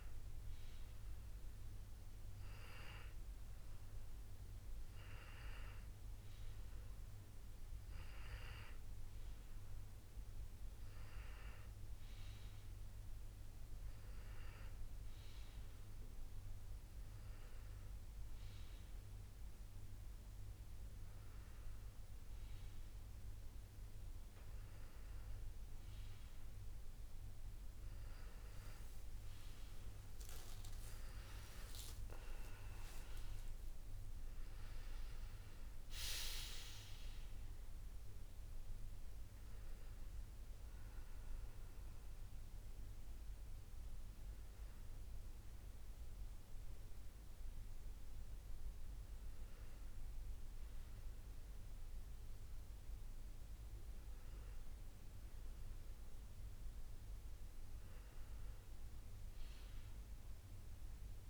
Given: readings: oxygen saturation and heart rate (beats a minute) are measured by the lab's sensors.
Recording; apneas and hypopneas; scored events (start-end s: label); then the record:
breathing in sleep by a room microphone; none
none scored
From the record:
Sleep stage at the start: N1 (lightest sleep); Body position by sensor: on the back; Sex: male